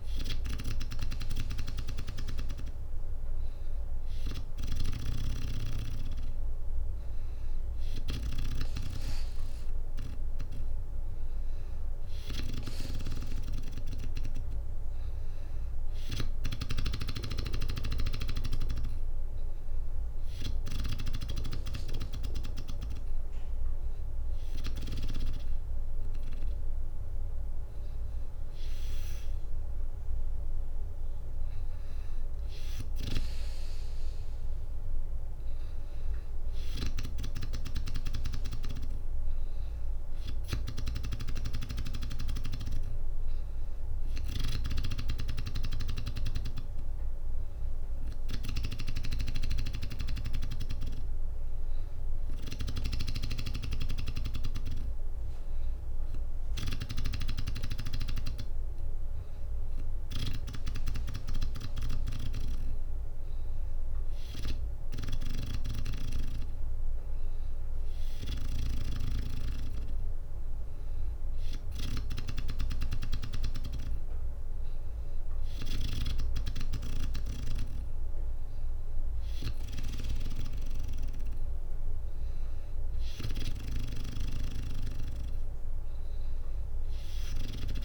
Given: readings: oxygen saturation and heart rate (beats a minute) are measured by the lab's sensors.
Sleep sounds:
breathing in sleep by a room microphone; none
43.50-52.00 s: snoring (device-marked)
From the record:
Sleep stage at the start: N2 (light sleep); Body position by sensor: on the back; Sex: female

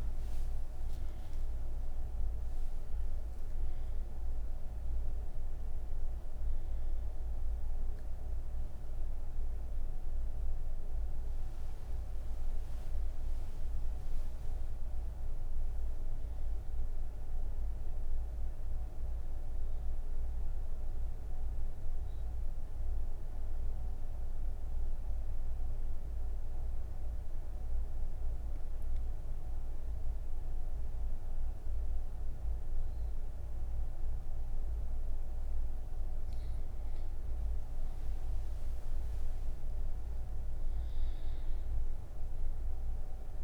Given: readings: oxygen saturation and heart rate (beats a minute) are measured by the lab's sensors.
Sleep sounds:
breathing in sleep, hard to hear, by a room microphone; 1
18.50-29.00 s: obstructive apnea (oxygen 98% before, 93% lowest)
From the record:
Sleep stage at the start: N1 (lightest sleep); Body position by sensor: on the right side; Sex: female

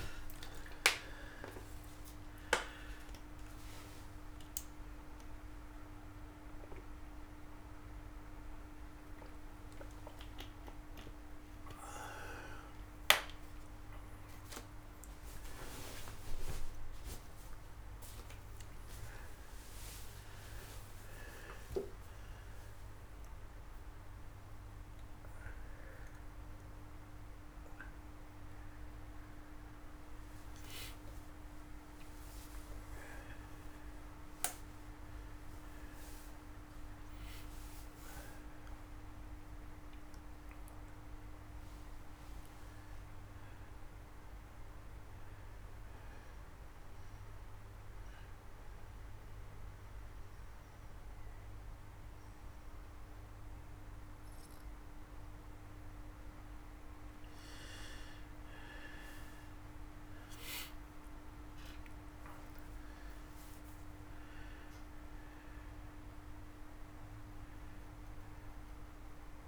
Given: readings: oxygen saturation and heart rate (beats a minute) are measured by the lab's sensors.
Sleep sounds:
a person partly awake in a sleep study, by a room microphone; 1
22.50-33.50 s: oxygen desaturation (device-marked, oxygen 98% before, 94% lowest)
27.50-57.50 s: new sleep stage, N1 (lightest sleep)
47.00-57.50 s: obstructive apnea (oxygen 98% before, 88% lowest)
57.50-69.48 s: new sleep stage, N2 (light sleep)
58.00-62.50 s: arousal
60.50-69.48 s: oxygen desaturation (device-marked, oxygen 95% before, 88% lowest)
From the record:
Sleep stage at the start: awake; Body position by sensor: on the back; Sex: male

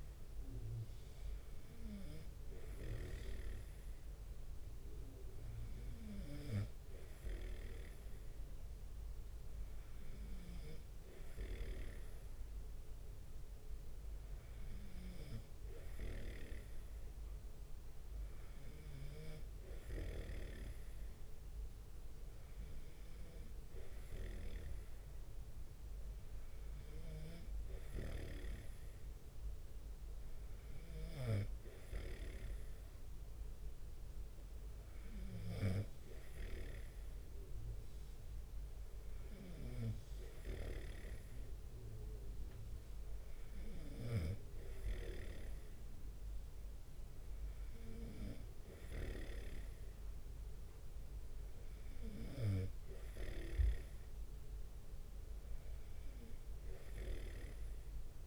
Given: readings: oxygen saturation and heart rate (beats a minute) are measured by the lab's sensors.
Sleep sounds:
breathing in sleep by a room microphone; none
0.00-4.00 s: snoring (device-marked)
16.50-20.00 s: snoring (device-marked)
27.50-36.00 s: snoring (device-marked)
44.00-53.00 s: snoring (device-marked)
53.00-55.00 s: leg movement (device-marked)
From the record:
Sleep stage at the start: N2 (light sleep); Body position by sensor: on the right side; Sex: male

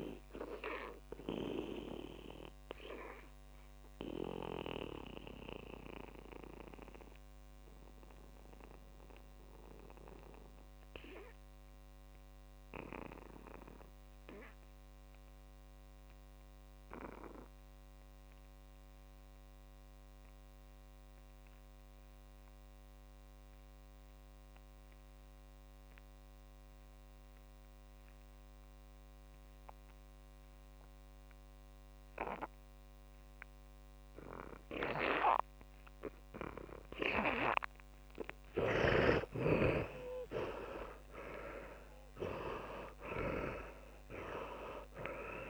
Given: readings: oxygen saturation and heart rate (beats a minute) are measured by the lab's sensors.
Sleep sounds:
breathing in sleep by a microphone on the trachea; 1
0.00-22.50 s: oxygen desaturation (device-marked, oxygen 75% lowest, heart rate 45 extreme)
0.50-37.50 s: mixed apnea (oxygen 99% before, 71% lowest, heart rate 59 before, 45 extreme, up 22 after)
24.50-45.50 s: oxygen desaturation (device-marked, oxygen 100% before, 72% lowest, heart rate 59 before, 45 extreme)
39.00-44.00 s: arousal
From the record:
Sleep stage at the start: N2 (light sleep); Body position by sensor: on the back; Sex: male

